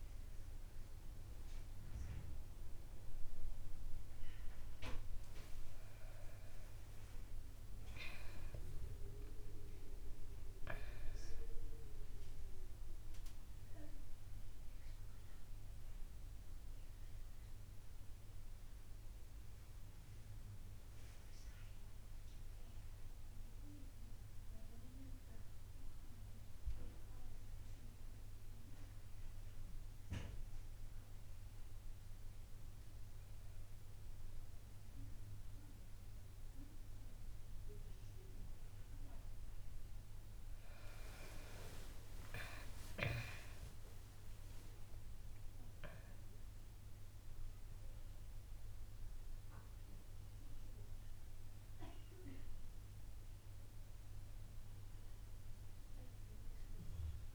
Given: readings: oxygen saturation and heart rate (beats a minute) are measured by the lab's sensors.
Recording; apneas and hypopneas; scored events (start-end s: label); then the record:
breathing in sleep by a room microphone; none
6.00-10.00 s: arousal
41.50-46.00 s: arousal
From the record:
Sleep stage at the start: N1 (lightest sleep); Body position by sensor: on the back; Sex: female